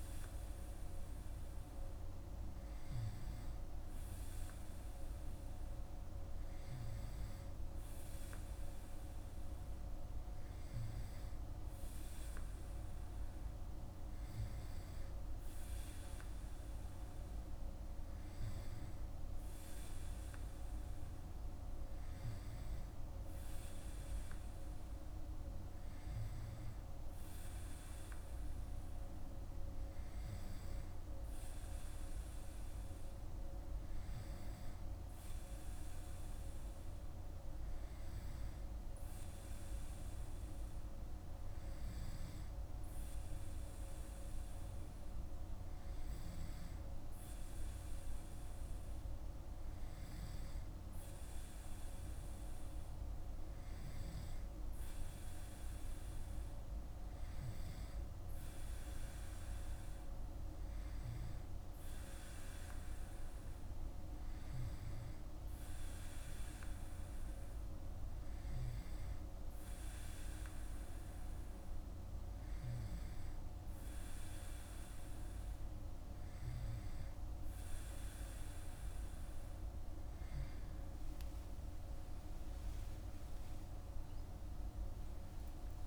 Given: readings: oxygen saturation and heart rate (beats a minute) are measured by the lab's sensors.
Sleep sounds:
breathing in sleep, hard to hear, by a room microphone; none
80.00-84.50 s: arousal
From the record:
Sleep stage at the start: N2 (light sleep); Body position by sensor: on the back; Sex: male

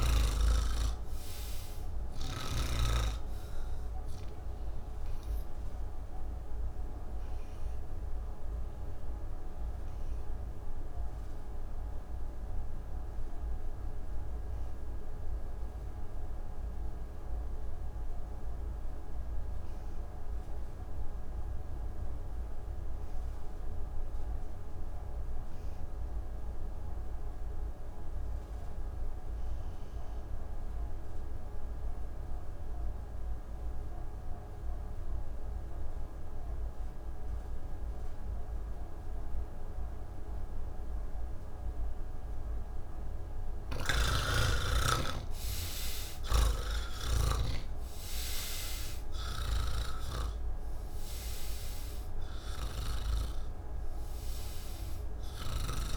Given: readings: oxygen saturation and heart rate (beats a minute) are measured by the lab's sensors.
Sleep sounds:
breathing in sleep by a room microphone; 1
0.00-18.00 s: oxygen desaturation (device-marked, oxygen 74% lowest, heart rate 45 extreme)
3.50-42.50 s: obstructive apnea (oxygen 93% before, 74% lowest, heart rate 98 before, 50 extreme, up 1 after)
31.00-55.96 s: oxygen desaturation (device-marked, oxygen 98% before, 74% lowest, heart rate 120 before, 48 extreme)
46.00-49.50 s: snoring (device-marked)
From the record:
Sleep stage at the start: N3 (deep sleep); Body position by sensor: on the back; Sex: male

